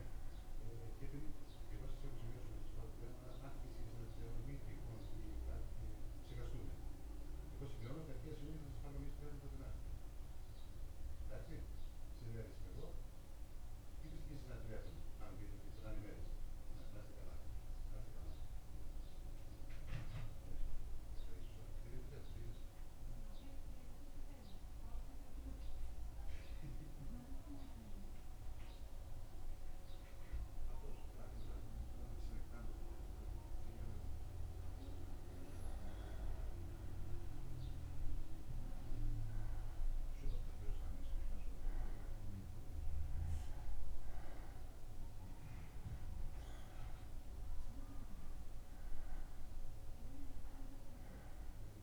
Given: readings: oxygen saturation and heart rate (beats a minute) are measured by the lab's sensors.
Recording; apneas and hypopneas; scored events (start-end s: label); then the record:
breathing in sleep by a room microphone; 1
0.00-4.50 s: oxygen desaturation (device-marked, oxygen 94% lowest, heart rate 76 extreme)
13.50-27.50 s: central apnea (oxygen 97% before, 91% lowest, heart rate 78 before, 76 extreme, up 1 after)
13.50-51.83 s: new sleep stage, N2 (light sleep)
30.00-34.50 s: arousal
42.50-51.83 s: oxygen desaturation (device-marked, oxygen 96% before, 91% lowest, heart rate 77 before, 73 extreme)
From the record:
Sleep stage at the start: N1 (lightest sleep); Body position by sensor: on the back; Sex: male